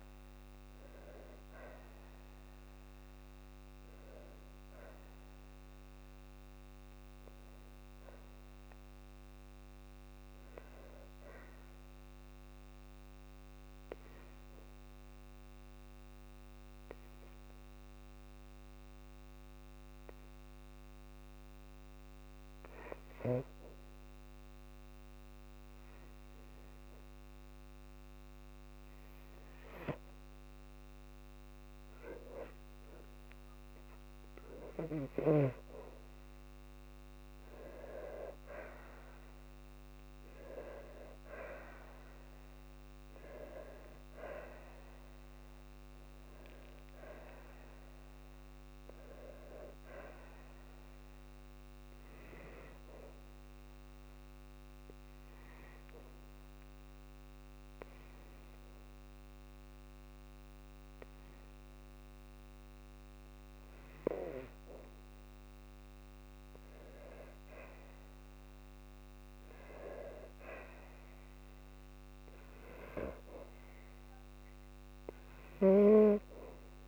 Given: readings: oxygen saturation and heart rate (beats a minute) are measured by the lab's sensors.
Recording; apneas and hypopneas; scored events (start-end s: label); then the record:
breathing in sleep by a microphone on the trachea; 2
5.50-25.00 s: hypopnea (oxygen 97% before, 93% lowest, heart rate 59 before, 52 extreme, up 3 after)
19.50-32.50 s: oxygen desaturation (device-marked, oxygen 97% before, 93% lowest, heart rate 55 before, 54 extreme)
37.00-41.50 s: arousal
53.50-63.50 s: obstructive apnea (oxygen 98% before, 93% lowest, heart rate 57 before, 54 extreme, up 2 after)
64.50-76.88 s: oxygen desaturation (device-marked, oxygen 97% before, 94% lowest, heart rate 55 before, 52 extreme)
65.50-69.50 s: arousal
From the record:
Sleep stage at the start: N2 (light sleep); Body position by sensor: on the back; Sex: female